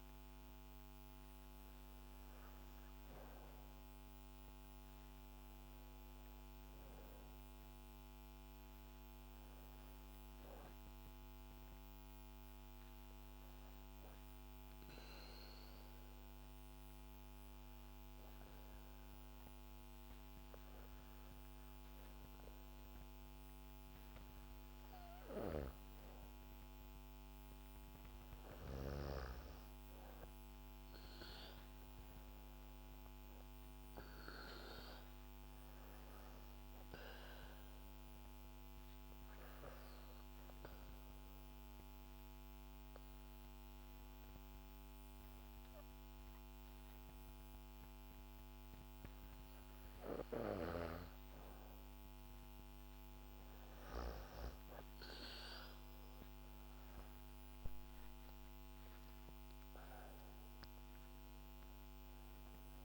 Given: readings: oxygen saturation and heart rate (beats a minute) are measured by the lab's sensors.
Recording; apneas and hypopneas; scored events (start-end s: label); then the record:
breathing in sleep by a microphone on the trachea; 2
2.00-11.00 s: bradycardia (device-marked, heart rate 69 before, 58 extreme)
15.50-25.50 s: obstructive apnea (oxygen 99% before, 94% lowest, heart rate 61 before, 66 extreme, up 8 after)
29.00-33.50 s: arousal
38.00-49.00 s: obstructive apnea (oxygen 99% before, 94% lowest, heart rate 67 before, 58 extreme, up 0 after)
56.00-61.00 s: arousal
60.00-62.84 s: oxygen desaturation (device-marked, oxygen 98% before, 94% lowest, heart rate 68 before, 58 extreme)
From the record:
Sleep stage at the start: N2 (light sleep); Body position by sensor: on the back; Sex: female